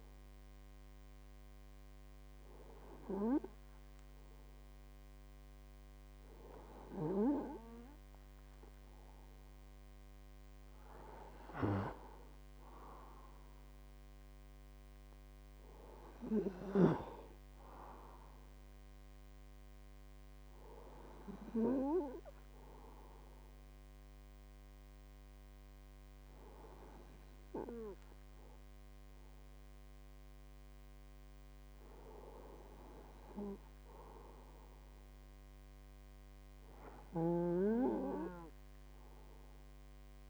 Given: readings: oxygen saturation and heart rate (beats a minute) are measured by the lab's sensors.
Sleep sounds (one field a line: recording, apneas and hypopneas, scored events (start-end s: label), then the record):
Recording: breathing in sleep by a microphone on the trachea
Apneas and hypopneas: none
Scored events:
none scored
From the record:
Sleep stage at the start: N2 (light sleep)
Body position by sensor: on the right side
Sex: male